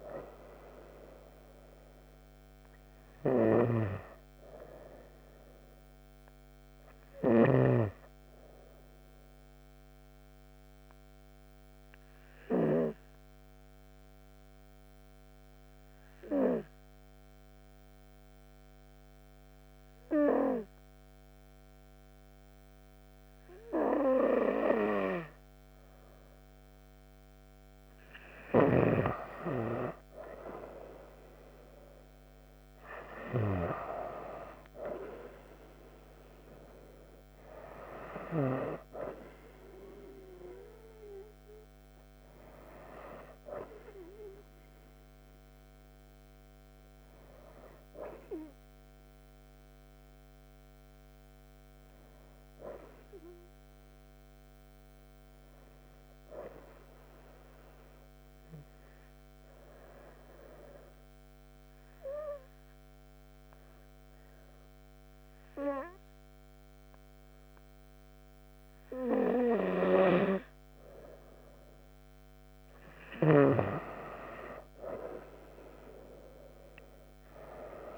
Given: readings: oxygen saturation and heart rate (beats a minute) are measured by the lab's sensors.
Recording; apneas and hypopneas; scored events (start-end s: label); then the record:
breathing in sleep by a microphone on the trachea; 2
0.00-5.50 s: oxygen desaturation (device-marked, oxygen 92% lowest)
8.00-23.50 s: hypopnea (oxygen 96% before, 91% lowest)
23.50-48.50 s: oxygen desaturation (device-marked, oxygen 96% before, 91% lowest)
26.00-29.50 s: arousal
51.00-68.00 s: hypopnea (oxygen 96% before, 92% lowest)
70.00-73.50 s: arousal
74.50-77.98 s: oxygen desaturation (device-marked, oxygen 95% before, 92% lowest)
From the record:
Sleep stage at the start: N2 (light sleep); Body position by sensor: on the right side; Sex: female